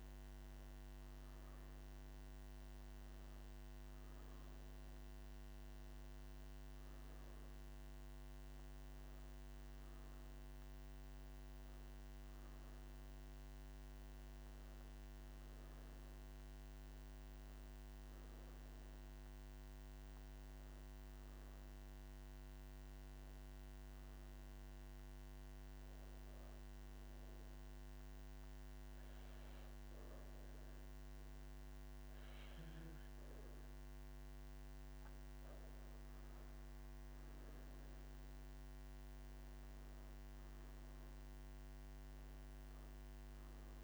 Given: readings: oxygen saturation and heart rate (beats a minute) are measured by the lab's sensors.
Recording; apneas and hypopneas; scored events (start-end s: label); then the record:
breathing in sleep, hard to hear, by a microphone on the trachea; 1
26.50-37.00 s: hypopnea (oxygen 95% before, 93% lowest, heart rate 44 before, 54 extreme, up 20 after)
From the record:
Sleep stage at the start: N1 (lightest sleep); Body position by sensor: on the right side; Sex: female